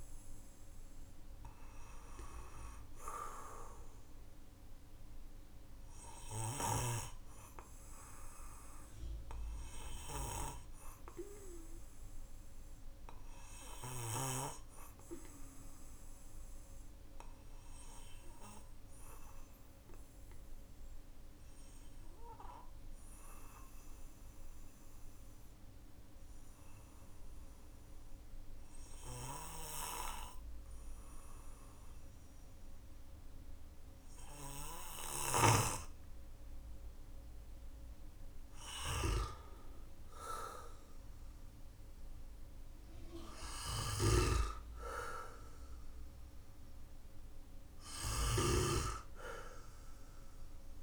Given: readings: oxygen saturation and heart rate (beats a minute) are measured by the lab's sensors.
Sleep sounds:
breathing in sleep by a room microphone; 1
0.00-2.50 s: arousal
6.50-50.83 s: new sleep stage, N2 (light sleep)
20.50-37.50 s: obstructive apnea (oxygen 97% before, 93% lowest, heart rate 53 before, 48 extreme, up 15 after)
40.50-45.00 s: arousal
43.50-48.00 s: snoring (device-marked)
From the record:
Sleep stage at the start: N1 (lightest sleep); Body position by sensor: on the back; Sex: male

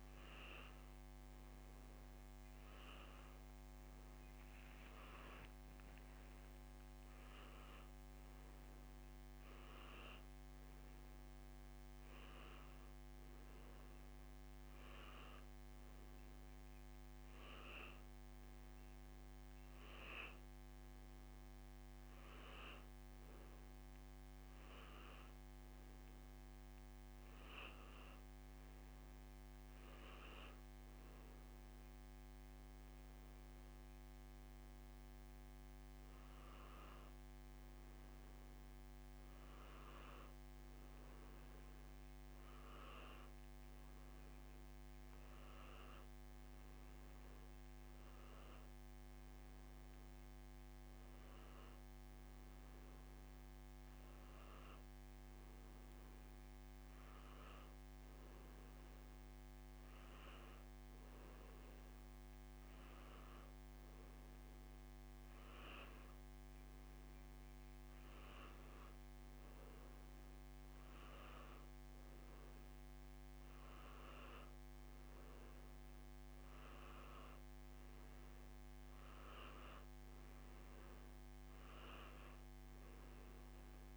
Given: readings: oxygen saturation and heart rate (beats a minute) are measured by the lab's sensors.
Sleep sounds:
breathing in sleep, hard to hear, by a microphone on the trachea; none
6.00-9.50 s: arousal
12.00-83.97 s: new sleep stage, N2 (light sleep)
38.00-49.00 s: oxygen desaturation (device-marked, oxygen 96% before, 92% lowest, heart rate 85 before, 84 extreme)
From the record:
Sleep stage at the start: N1 (lightest sleep); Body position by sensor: on the back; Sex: male

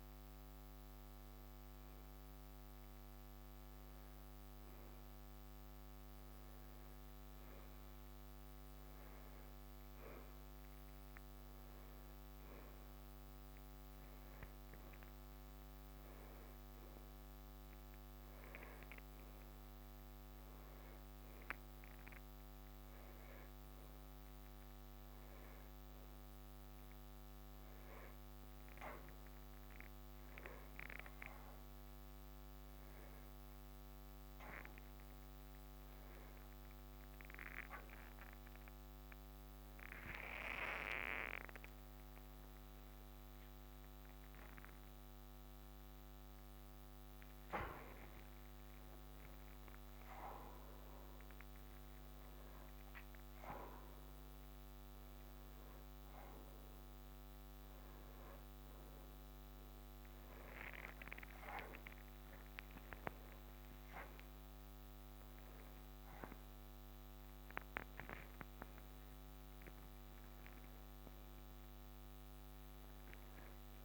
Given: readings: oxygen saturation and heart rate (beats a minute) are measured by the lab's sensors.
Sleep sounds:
a person partly awake in a sleep study, by a microphone on the trachea; none
39.50-73.85 s: new sleep stage, awake
From the record:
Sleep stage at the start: N2 (light sleep); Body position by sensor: upright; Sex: male

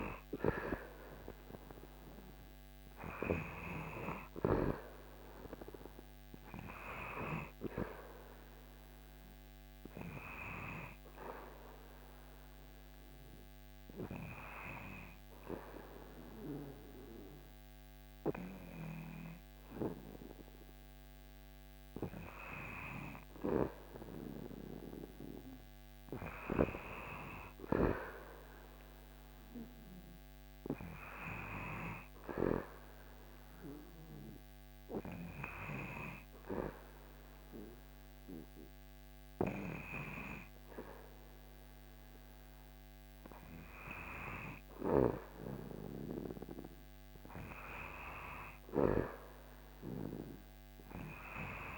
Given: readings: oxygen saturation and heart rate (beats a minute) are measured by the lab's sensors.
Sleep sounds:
breathing in sleep by a microphone on the trachea; 1
0.00-3.50 s: arousal
9.50-21.00 s: hypopnea (oxygen 97% before, 93% lowest, heart rate 78 before, 76 extreme, up 3 after)
23.50-28.50 s: arousal
From the record:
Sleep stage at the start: N2 (light sleep); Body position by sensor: on the back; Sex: male

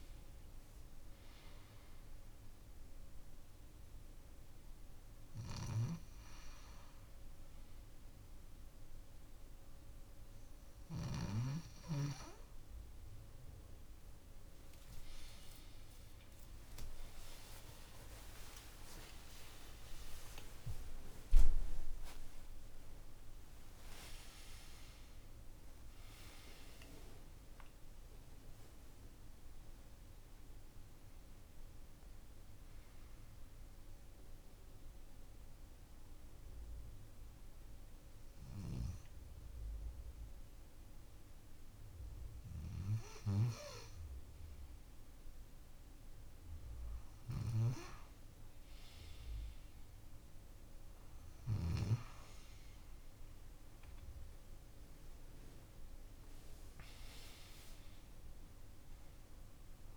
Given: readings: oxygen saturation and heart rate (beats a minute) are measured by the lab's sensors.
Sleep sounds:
a person awake in a sleep study, by a room microphone; none
7.00-59.97 s: new sleep stage, awake
54.00-59.97 s: oxygen desaturation (device-marked, oxygen 97% before, 93% lowest)
From the record:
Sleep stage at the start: N2 (light sleep); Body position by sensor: on the left side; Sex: male

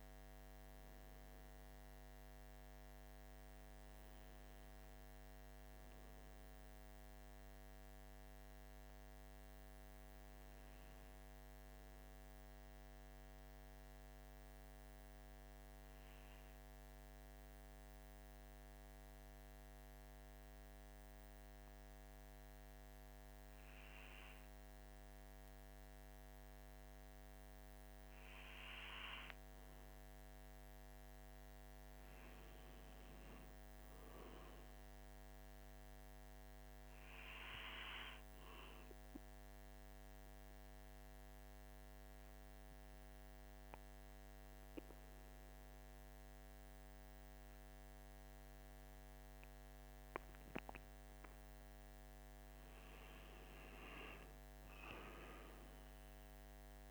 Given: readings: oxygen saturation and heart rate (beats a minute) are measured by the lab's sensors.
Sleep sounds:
breathing in sleep by a microphone on the trachea; 2
0.00-18.00 s: oxygen desaturation (device-marked, oxygen 91% lowest, heart rate 45 extreme)
7.50-26.00 s: hypopnea (oxygen 97% before, 91% lowest, heart rate 49 before, 45 extreme, up 4 after)
29.50-34.00 s: arousal
40.00-51.50 s: obstructive apnea (oxygen 98% before, 94% lowest, heart rate 47 before, 45 extreme, up 5 after)
54.00-56.91 s: arousal
From the record:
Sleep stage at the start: N2 (light sleep); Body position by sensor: on the right side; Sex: male

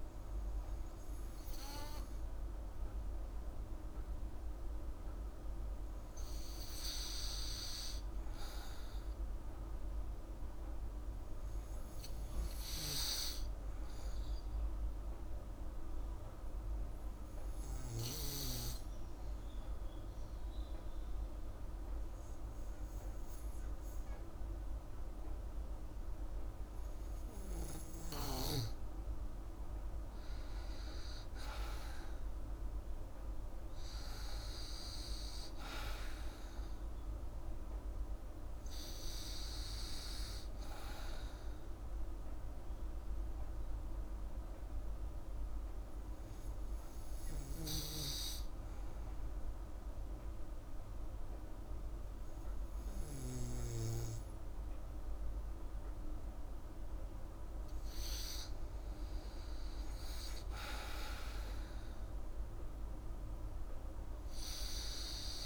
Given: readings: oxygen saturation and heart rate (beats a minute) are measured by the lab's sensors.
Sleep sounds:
breathing in sleep by a room microphone; 2
0.00-11.50 s: oxygen desaturation (device-marked, oxygen 90% lowest, heart rate 30 extreme)
13.50-28.50 s: hypopnea (oxygen 98% before, 91% lowest, heart rate 44 before, 61 extreme)
31.00-35.00 s: arousal
42.50-56.50 s: hypopnea (oxygen 98% before, 91% lowest, heart rate 92 before, 119 extreme)
45.50-61.50 s: oxygen desaturation (device-marked, oxygen 96% before, 91% lowest, heart rate 98 before, 119 extreme)
60.50-64.00 s: arousal
From the record:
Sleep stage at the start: N2 (light sleep); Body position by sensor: on the back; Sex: female

